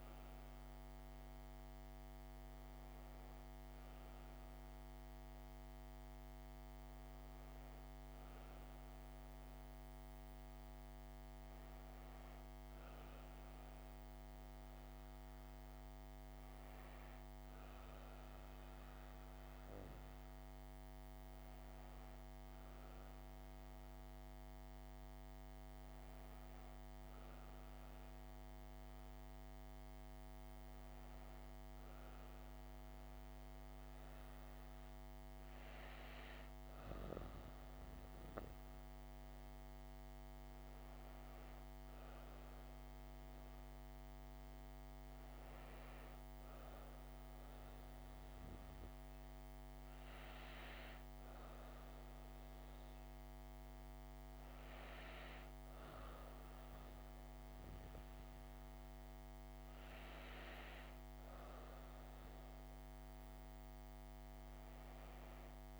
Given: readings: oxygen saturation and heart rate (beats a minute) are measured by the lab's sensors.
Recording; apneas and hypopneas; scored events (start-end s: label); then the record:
breathing in sleep, hard to hear, by a microphone on the trachea; none
none scored
From the record:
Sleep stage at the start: N2 (light sleep); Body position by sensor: on the back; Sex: female